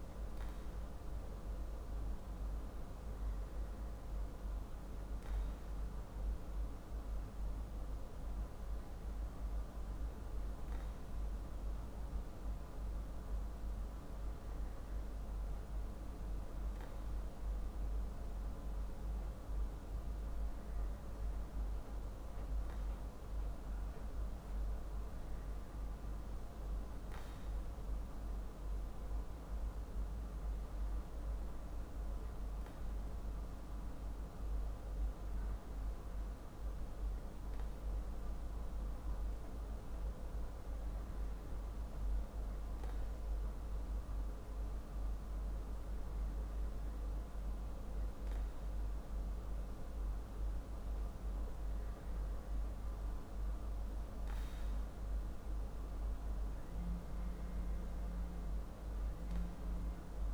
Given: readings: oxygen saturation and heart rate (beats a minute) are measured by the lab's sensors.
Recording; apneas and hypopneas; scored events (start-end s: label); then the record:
breathing in sleep, hard to hear, by a room microphone; none
none scored
From the record:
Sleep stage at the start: N3 (deep sleep); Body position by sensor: on the back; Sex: male